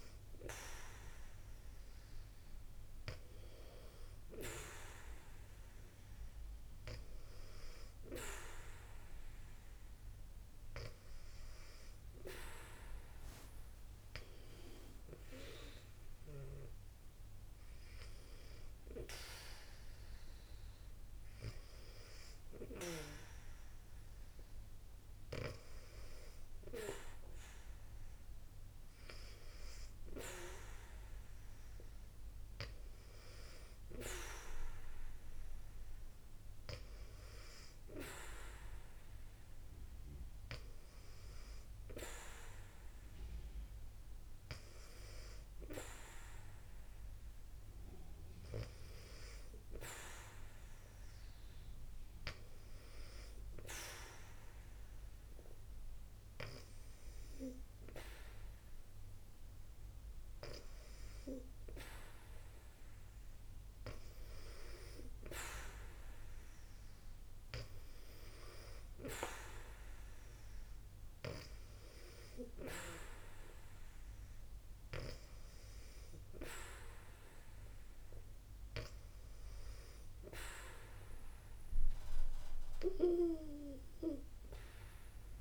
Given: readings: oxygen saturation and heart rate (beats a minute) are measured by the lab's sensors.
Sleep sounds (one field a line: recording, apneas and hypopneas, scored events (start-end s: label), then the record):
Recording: breathing in sleep by a room microphone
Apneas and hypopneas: none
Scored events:
none scored
From the record:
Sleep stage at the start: N2 (light sleep)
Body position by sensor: on the back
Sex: female